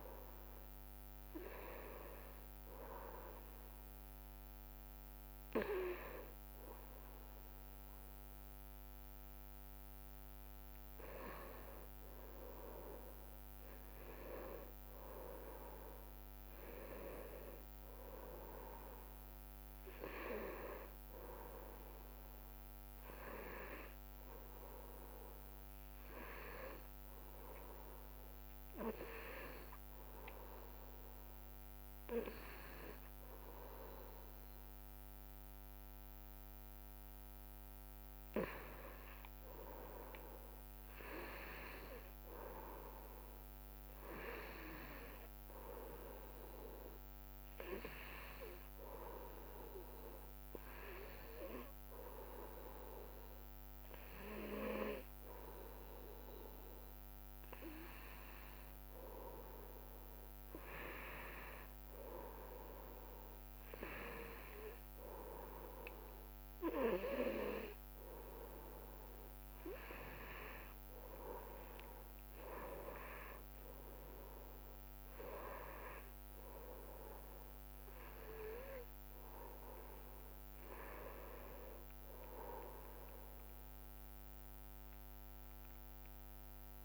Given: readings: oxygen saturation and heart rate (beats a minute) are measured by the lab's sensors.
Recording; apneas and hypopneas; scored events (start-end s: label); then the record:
a person awake in a sleep study, by a microphone on the trachea; none
31.00-33.00 s: long interval between heartbeats (device-marked, heart rate 68 before, 77 extreme)
71.00-73.00 s: long interval between heartbeats (device-marked, heart rate 68 before, 80 extreme)
From the record:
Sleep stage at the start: awake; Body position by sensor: on the right side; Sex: male